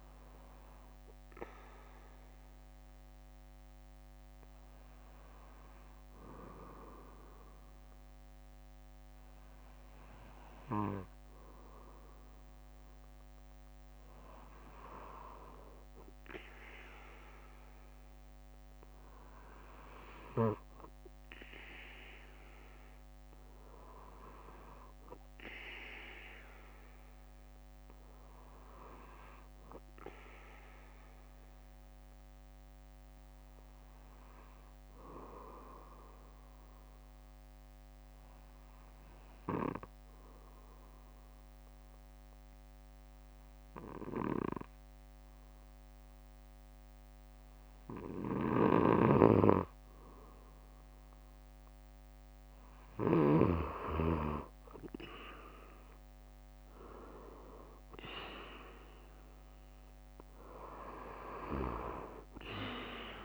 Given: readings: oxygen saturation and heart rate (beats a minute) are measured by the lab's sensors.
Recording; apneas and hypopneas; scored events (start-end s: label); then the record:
breathing in sleep by a microphone on the trachea; 2
0.00-2.00 s: bradycardia (device-marked, heart rate 59 before, 59 extreme)
1.00-13.00 s: hypopnea (oxygen 97% before, 94% lowest, heart rate 60 before, 49 extreme, up 5 after)
15.00-20.50 s: arousal
15.00-21.00 s: bradycardia (device-marked, heart rate 59 before, 52 extreme)
30.00-52.00 s: bradycardia (device-marked, heart rate 59 before, 56 extreme)
34.50-48.50 s: obstructive apnea (oxygen 96% before, 94% lowest, heart rate 59 before, 57 extreme, up 5 after)
57.00-62.50 s: arousal
58.00-60.00 s: bradycardia (device-marked, heart rate 59 before, 60 extreme)
From the record:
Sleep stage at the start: N2 (light sleep); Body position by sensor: on the back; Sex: male